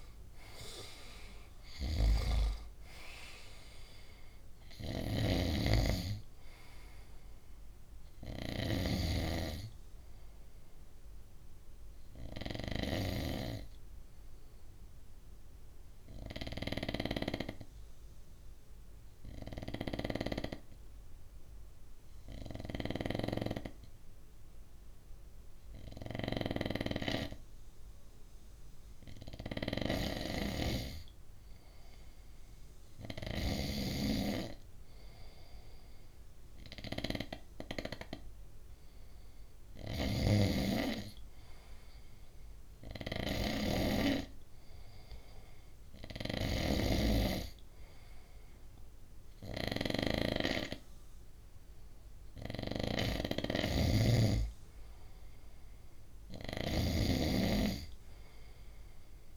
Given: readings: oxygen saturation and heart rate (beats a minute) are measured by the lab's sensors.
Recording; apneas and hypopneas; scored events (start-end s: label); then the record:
breathing in sleep by a room microphone; 1
0.00-8.50 s: snoring (device-marked)
11.50-28.50 s: obstructive apnea (oxygen 98% before, 94% lowest, heart rate 65 before, 61 extreme, up 10 after)
30.00-32.50 s: arousal
31.00-48.00 s: oxygen desaturation (device-marked, oxygen 97% before, 94% lowest, heart rate 62 before, 61 extreme)
46.00-56.50 s: snoring (device-marked)
From the record:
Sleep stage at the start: N2 (light sleep); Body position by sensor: on the right side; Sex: male